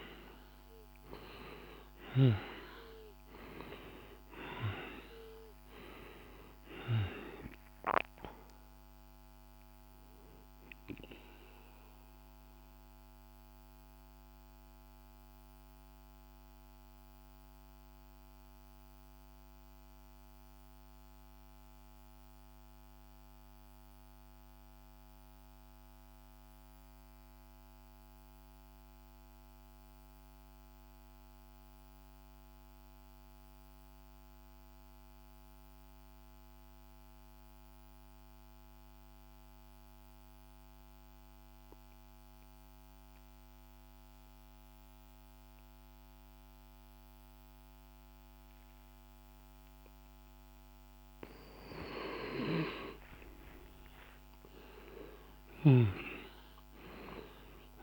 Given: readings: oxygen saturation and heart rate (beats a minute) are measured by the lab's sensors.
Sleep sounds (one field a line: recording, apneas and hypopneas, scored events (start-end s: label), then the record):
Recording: breathing in sleep by a microphone on the trachea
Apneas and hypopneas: 1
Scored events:
0.00-1.50 s: snoring (device-marked)
0.00-24.00 s: oxygen desaturation (device-marked, oxygen 84% lowest, heart rate 48 extreme)
10.00-50.00 s: mixed apnea (oxygen 98% before, 84% lowest, heart rate 56 before, 48 extreme, up 18 after)
41.00-57.83 s: oxygen desaturation (device-marked, oxygen 99% before, 87% lowest, heart rate 51 before, 47 extreme)
52.00-56.00 s: arousal
From the record:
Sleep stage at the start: N2 (light sleep)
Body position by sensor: on the back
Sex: male